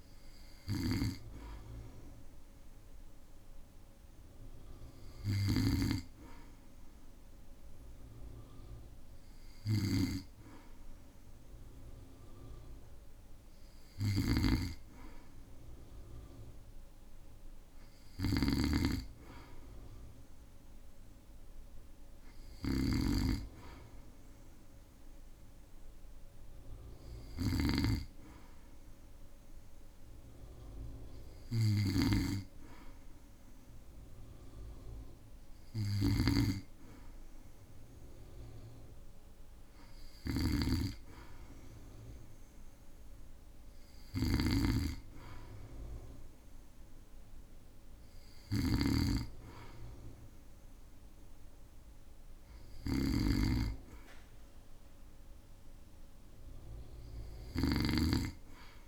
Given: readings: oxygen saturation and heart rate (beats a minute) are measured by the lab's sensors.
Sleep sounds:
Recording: breathing in sleep by a room microphone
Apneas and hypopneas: none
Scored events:
0.00-57.50 s: snoring (device-marked)
From the record:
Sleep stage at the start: N2 (light sleep)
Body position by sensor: on the back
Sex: male

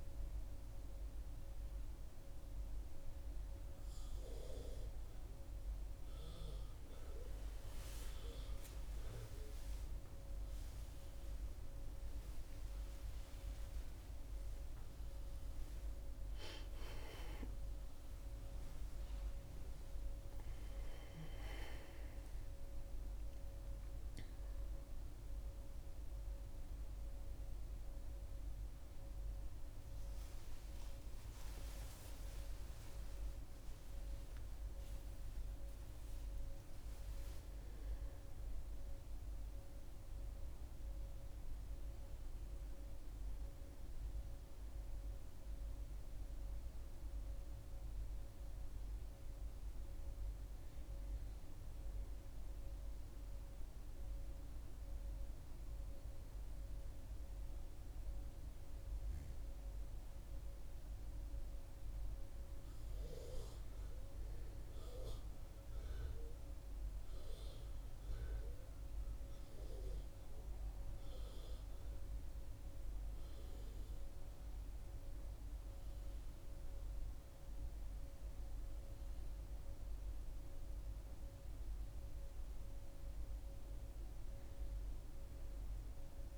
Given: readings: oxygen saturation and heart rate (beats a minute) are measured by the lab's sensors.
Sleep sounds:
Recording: a person partly awake in a sleep study, hard to hear, by a room microphone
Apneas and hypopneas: none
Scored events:
38.50-68.50 s: new sleep stage, N1 (lightest sleep)
68.50-86.38 s: new sleep stage, N2 (light sleep)
From the record:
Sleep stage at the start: awake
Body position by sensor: on the back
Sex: female

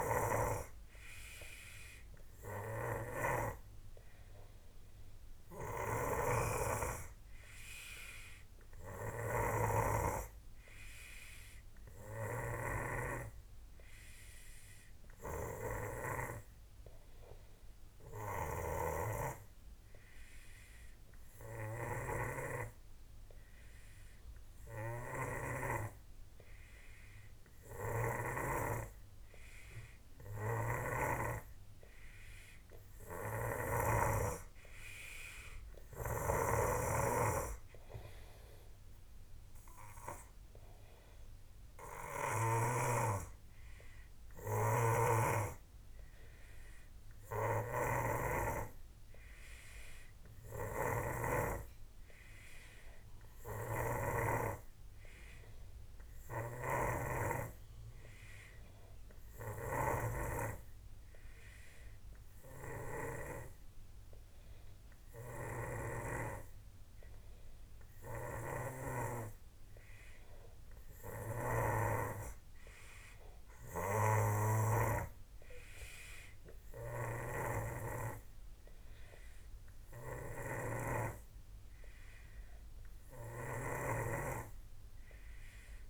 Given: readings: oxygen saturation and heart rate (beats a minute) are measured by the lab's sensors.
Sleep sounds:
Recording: breathing in sleep by a room microphone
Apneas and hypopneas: none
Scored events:
0.00-28.50 s: snoring (device-marked)
30.50-34.00 s: snoring (device-marked)
36.00-42.50 s: snoring (device-marked)
44.50-69.00 s: snoring (device-marked)
71.00-85.90 s: snoring (device-marked)
From the record:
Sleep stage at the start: N2 (light sleep)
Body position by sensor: on the back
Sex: male

